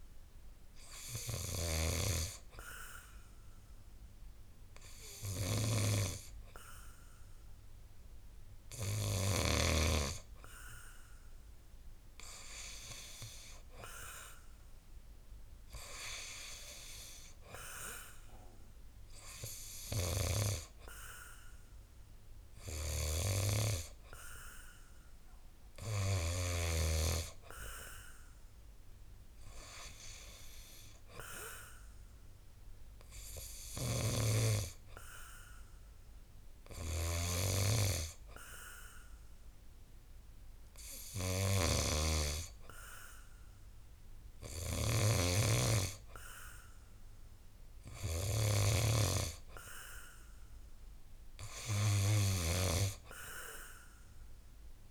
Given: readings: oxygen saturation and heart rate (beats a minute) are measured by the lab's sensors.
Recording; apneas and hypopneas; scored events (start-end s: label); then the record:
breathing in sleep by a room microphone; none
33.50-54.91 s: snoring (device-marked)
From the record:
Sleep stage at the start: N2 (light sleep); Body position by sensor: on the back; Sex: male